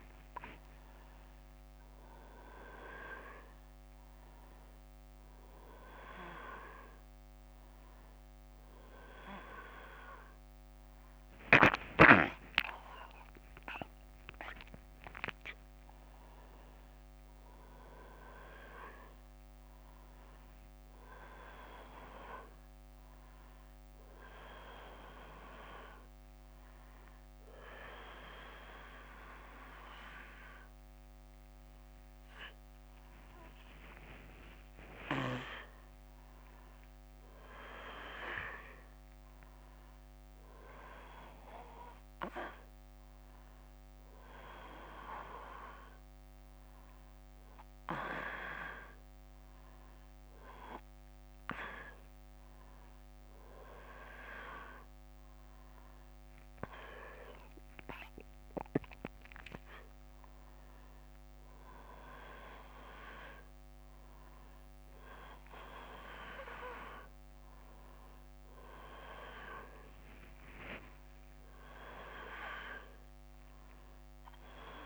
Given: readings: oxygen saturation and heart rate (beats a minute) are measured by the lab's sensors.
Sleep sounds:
a person awake in a sleep study, by a microphone on the trachea; none
65.00-74.86 s: new sleep stage, N1 (lightest sleep)
From the record:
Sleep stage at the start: awake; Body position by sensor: on the back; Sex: male

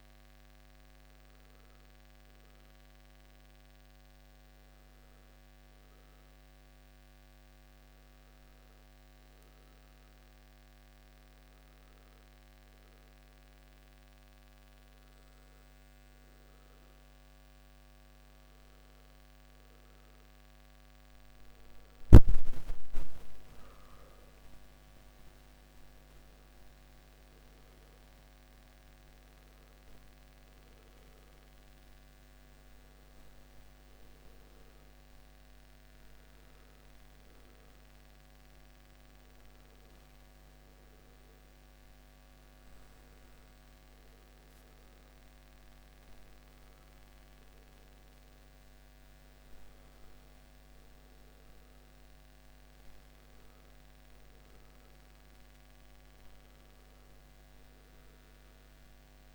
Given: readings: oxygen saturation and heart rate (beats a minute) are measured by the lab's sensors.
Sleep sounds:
a person partly awake in a sleep study, hard to hear, by a microphone on the trachea; none
6.50-59.35 s: new sleep stage, N1 (lightest sleep)
From the record:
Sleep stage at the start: awake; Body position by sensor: on the back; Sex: male

